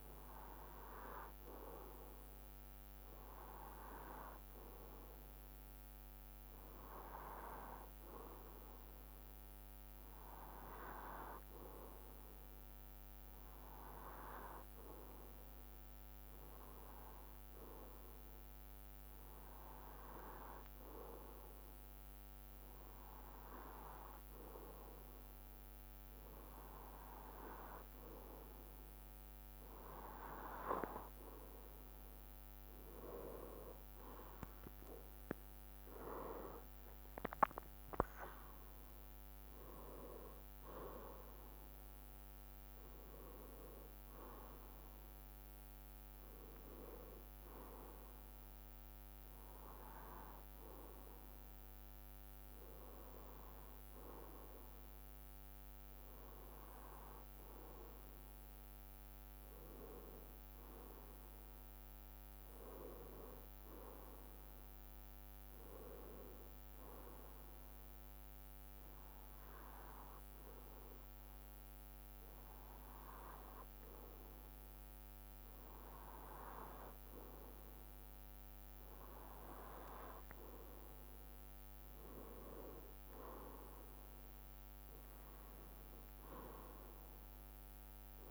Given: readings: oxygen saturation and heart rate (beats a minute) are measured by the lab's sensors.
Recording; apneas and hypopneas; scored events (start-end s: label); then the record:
breathing in sleep by a microphone on the trachea; 1
0.00-34.00 s: bradycardia (device-marked, heart rate 53 extreme)
31.00-36.00 s: arousal
37.00-50.00 s: drop in pulse transit time (device-marked, heart rate 55 before, 58 extreme)
41.00-60.00 s: bradycardia (device-marked, heart rate 59 before, 54 extreme)
60.50-64.50 s: arousal
64.00-81.00 s: bradycardia (device-marked, heart rate 59 before, 53 extreme)
66.50-76.50 s: hypopnea (oxygen 97% before, 93% lowest, heart rate 57 before, 53 extreme, up 7 after)
79.00-82.50 s: arousal
84.00-87.00 s: bradycardia (device-marked, heart rate 59 before, 60 extreme)
From the record:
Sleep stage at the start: N2 (light sleep); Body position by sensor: on the left side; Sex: male